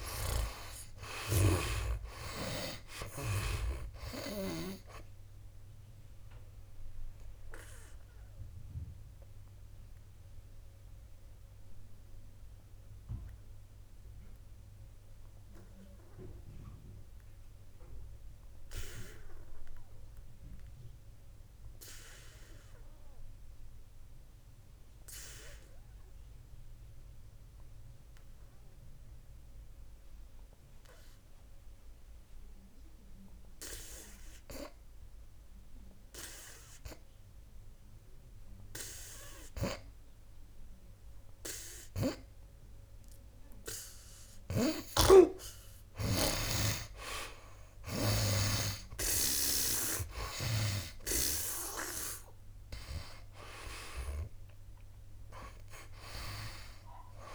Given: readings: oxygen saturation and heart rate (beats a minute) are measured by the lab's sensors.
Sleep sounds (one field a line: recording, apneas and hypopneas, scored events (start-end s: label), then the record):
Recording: breathing in sleep by a room microphone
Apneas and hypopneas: 1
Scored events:
0.00-2.50 s: arousal
0.00-5.00 s: snoring (device-marked)
6.00-28.00 s: oxygen desaturation (device-marked, oxygen 95% before, 74% lowest, heart rate 65 before, 63 extreme)
8.00-44.50 s: obstructive apnea (oxygen 98% before, 74% lowest, heart rate 67 before, 63 extreme, up 12 after)
44.00-57.35 s: oxygen desaturation (device-marked, oxygen 96% before, 76% lowest, heart rate 64 before, 61 extreme)
45.00-48.50 s: snoring (device-marked)
49.00-53.50 s: arousal
From the record:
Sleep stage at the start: N2 (light sleep)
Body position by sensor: on the back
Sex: male